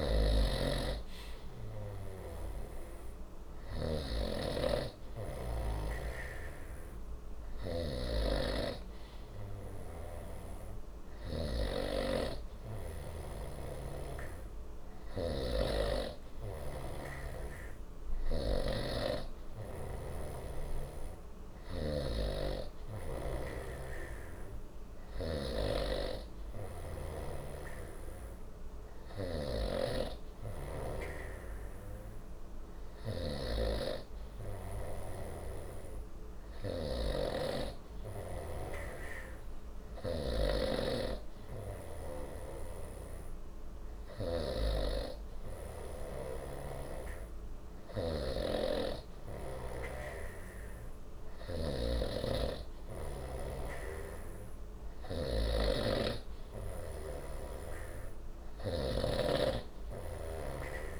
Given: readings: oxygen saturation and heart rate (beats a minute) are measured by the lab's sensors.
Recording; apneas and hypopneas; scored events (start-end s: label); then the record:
breathing in sleep by a room microphone; none
0.00-25.00 s: snoring (device-marked)
32.50-61.00 s: snoring (device-marked)
From the record:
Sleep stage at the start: N2 (light sleep); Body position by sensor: on the right side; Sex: male